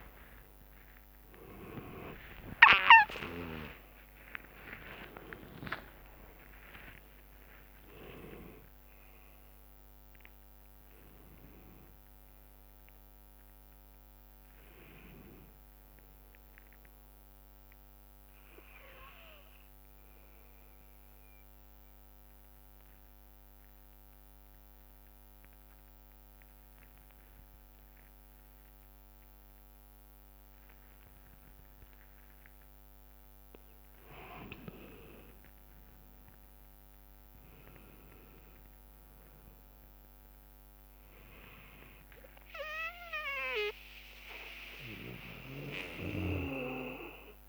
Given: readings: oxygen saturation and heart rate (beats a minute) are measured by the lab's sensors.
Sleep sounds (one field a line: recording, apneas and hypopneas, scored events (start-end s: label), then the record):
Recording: a person partly awake in a sleep study, by a microphone on the trachea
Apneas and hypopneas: 1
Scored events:
0.00-7.50 s: oxygen desaturation (device-marked, oxygen 92% lowest, heart rate 60 extreme)
0.00-10.50 s: tachycardia (device-marked, heart rate 186 extreme)
0.00-14.50 s: drop in pulse transit time (device-marked, heart rate 100 extreme)
0.50-2.50 s: long interval between heartbeats (device-marked, heart rate 88 before, 180 extreme)
3.00-5.00 s: long interval between heartbeats (device-marked, heart rate 101 before, 158 extreme)
6.00-8.00 s: long interval between heartbeats (device-marked, heart rate 115 before, 130 extreme)
8.00-10.00 s: long interval between heartbeats (device-marked, heart rate 123 before, 120 extreme)
10.00-12.00 s: long interval between heartbeats (device-marked, heart rate 127 before, 114 extreme)
12.50-47.49 s: new sleep stage, N2 (light sleep)
19.50-33.50 s: obstructive apnea (oxygen 99% before, 89% lowest, heart rate 125 before, 58 extreme, up 8 after)
31.50-47.49 s: oxygen desaturation (device-marked, oxygen 99% before, 90% lowest, heart rate 73 before, 56 extreme)
35.00-39.00 s: arousal
42.50-47.49 s: bradycardia (device-marked, heart rate 68 before, 58 extreme)
From the record:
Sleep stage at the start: awake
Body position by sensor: on the back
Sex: male